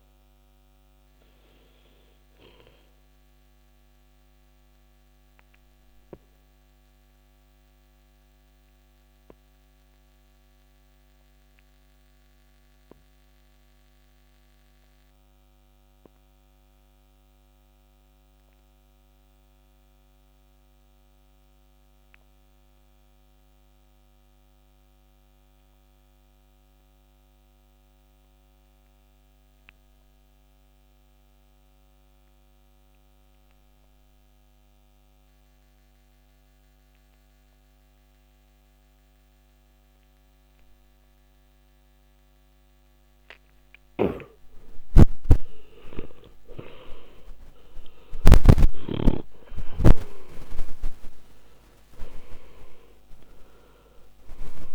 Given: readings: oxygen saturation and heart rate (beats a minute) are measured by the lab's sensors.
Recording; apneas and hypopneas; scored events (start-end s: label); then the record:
breathing in sleep by a microphone on the trachea; 1
2.50-46.00 s: obstructive apnea (oxygen 99% before, 81% lowest, heart rate 61 before, 45 extreme, up 26 after)
18.50-33.50 s: oxygen desaturation (device-marked, oxygen 96% before, 83% lowest, heart rate 51 before, 49 extreme)
43.50-49.00 s: snoring (device-marked)
47.50-51.50 s: arousal
From the record:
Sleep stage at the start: N2 (light sleep); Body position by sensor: on the back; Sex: male